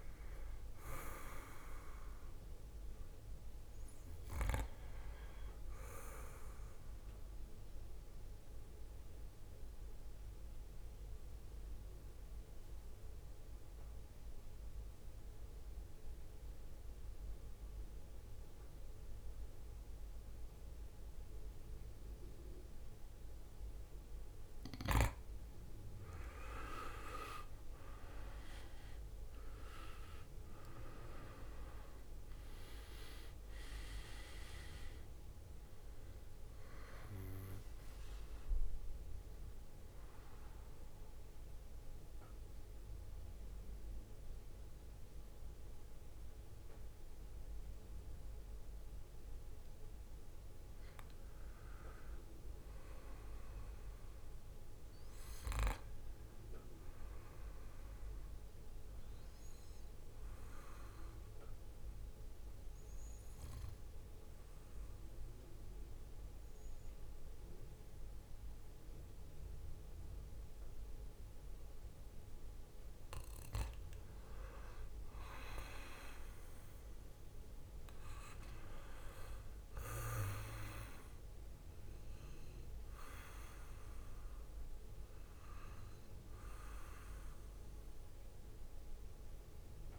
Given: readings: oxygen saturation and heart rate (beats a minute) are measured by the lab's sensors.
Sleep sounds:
breathing in sleep by a room microphone; 3
0.00-5.00 s: oxygen desaturation (device-marked, oxygen 92% lowest, heart rate 55 extreme)
0.00-19.00 s: drop in pulse transit time (device-marked, heart rate 57 extreme)
10.00-23.50 s: obstructive apnea (oxygen 95% before, 88% lowest, heart rate 66 before, 57 extreme, up 13 after)
26.50-32.00 s: arousal
31.00-53.00 s: oxygen desaturation (device-marked, oxygen 96% before, 88% lowest, heart rate 61 before, 57 extreme)
41.00-52.00 s: mixed apnea (oxygen 96% before, 88% lowest, heart rate 65 before, 61 extreme, up 8 after)
55.00-59.50 s: arousal
65.00-76.00 s: mixed apnea (oxygen 99% before, 91% lowest, heart rate 64 before, 57 extreme, up 2 after)
78.00-82.50 s: arousal
82.00-89.98 s: oxygen desaturation (device-marked, oxygen 98% before, 94% lowest, heart rate 64 before, 57 extreme)
From the record:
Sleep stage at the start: REM sleep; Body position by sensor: on the back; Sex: male

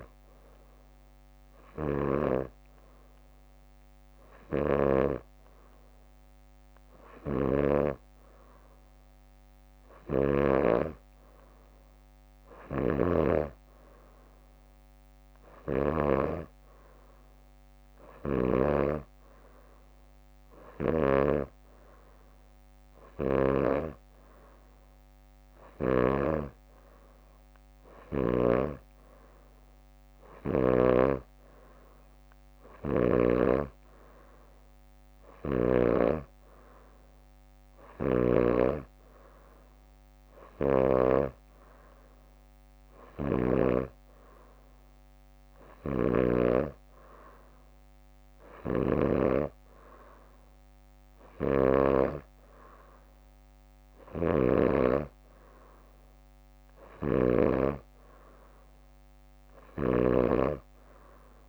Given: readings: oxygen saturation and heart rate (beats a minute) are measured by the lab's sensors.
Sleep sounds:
breathing in sleep by a microphone on the trachea; none
7.00-10.50 s: snoring (device-marked)
12.50-16.00 s: snoring (device-marked)
29.50-31.50 s: leg movement (device-marked)
38.00-57.50 s: snoring (device-marked)
42.50-43.50 s: leg movement (device-marked)
59.50-61.48 s: snoring (device-marked)
From the record:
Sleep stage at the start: N2 (light sleep); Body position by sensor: on the back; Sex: female

